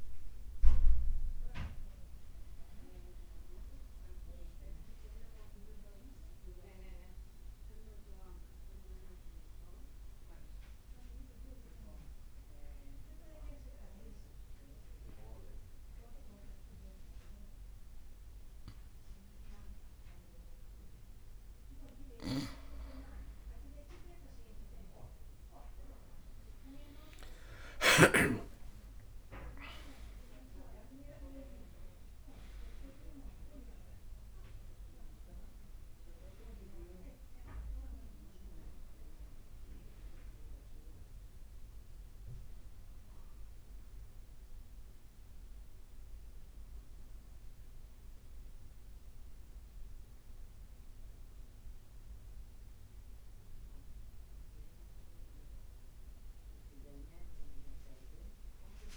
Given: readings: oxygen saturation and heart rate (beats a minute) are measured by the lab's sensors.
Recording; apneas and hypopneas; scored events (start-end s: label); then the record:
breathing in sleep by a room microphone; 1
0.00-18.50 s: oxygen desaturation (device-marked, oxygen 94% lowest, heart rate 51 extreme)
4.50-21.50 s: obstructive apnea (oxygen 98% before, 93% lowest, heart rate 52 before, 51 extreme, up 3 after)
22.50-52.50 s: new sleep stage, N1 (lightest sleep)
23.00-27.50 s: arousal
27.00-31.00 s: leg movement (device-marked)
52.50-58.97 s: new sleep stage, N2 (light sleep)
From the record:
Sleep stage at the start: N2 (light sleep); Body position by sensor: on the back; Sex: male